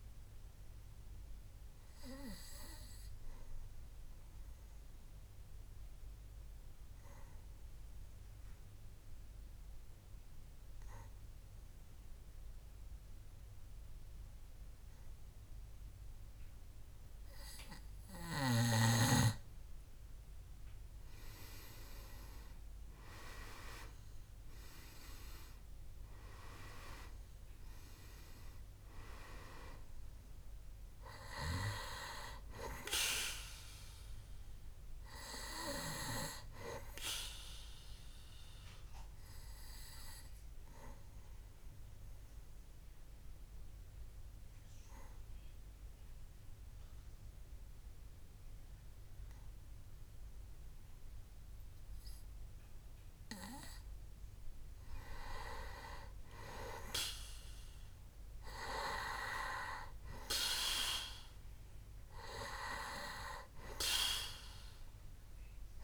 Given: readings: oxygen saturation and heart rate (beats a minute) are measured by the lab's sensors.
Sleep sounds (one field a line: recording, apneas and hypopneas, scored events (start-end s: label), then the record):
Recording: breathing in sleep by a room microphone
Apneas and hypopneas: 2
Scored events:
0.00-9.50 s: oxygen desaturation (device-marked, oxygen 90% lowest, heart rate 63 extreme)
1.00-20.00 s: obstructive apnea (oxygen 98% before, 90% lowest, heart rate 70 before, 64 extreme, up 7 after)
21.50-47.50 s: oxygen desaturation (device-marked, oxygen 98% before, 90% lowest, heart rate 65 before, 63 extreme)
22.00-26.00 s: arousal
38.50-54.50 s: obstructive apnea (oxygen 98% before, 90% lowest, heart rate 68 before, 63 extreme, up 6 after)
56.50-61.00 s: arousal
63.50-65.84 s: oxygen desaturation (device-marked, oxygen 98% before, 93% lowest, heart rate 66 before, 64 extreme)
From the record:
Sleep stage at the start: N2 (light sleep)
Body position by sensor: on the back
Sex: male